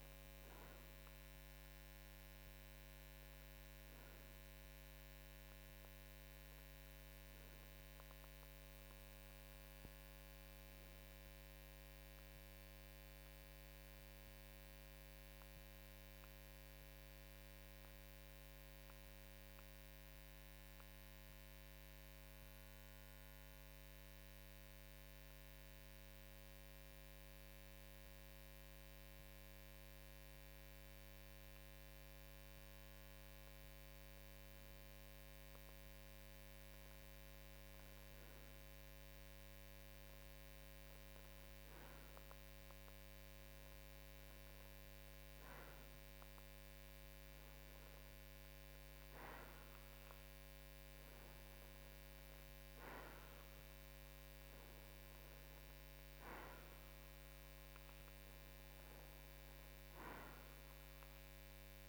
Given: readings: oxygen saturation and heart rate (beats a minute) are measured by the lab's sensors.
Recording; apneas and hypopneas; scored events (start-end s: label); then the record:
breathing in sleep, hard to hear, by a microphone on the trachea; 1
13.00-35.50 s: obstructive apnea (oxygen 95% before, 93% lowest, heart rate 55 before, 50 extreme, up 1 after)
From the record:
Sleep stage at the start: N2 (light sleep); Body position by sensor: on the right side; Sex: male